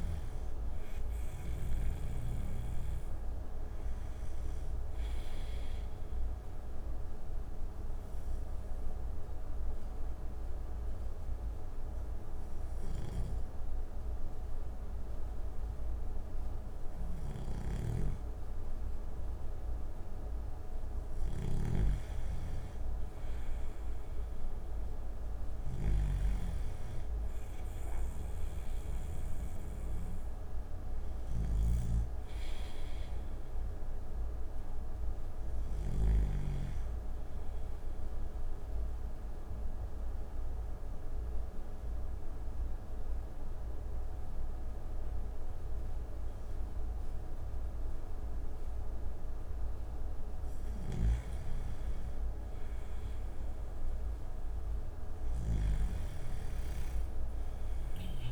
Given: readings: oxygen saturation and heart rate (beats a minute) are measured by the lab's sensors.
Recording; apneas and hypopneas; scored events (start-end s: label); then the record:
breathing in sleep, hard to hear, by a room microphone; 2
2.50-26.50 s: oxygen desaturation (device-marked, oxygen 96% before, 92% lowest)
6.50-17.00 s: obstructive apnea (oxygen 96% before, 92% lowest)
20.50-35.50 s: snoring (device-marked)
28.00-31.50 s: arousal
37.00-49.50 s: obstructive apnea (oxygen 97% before, 92% lowest)
50.00-55.00 s: snoring (device-marked)
52.50-56.50 s: arousal
From the record:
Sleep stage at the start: N2 (light sleep); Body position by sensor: on the back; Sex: male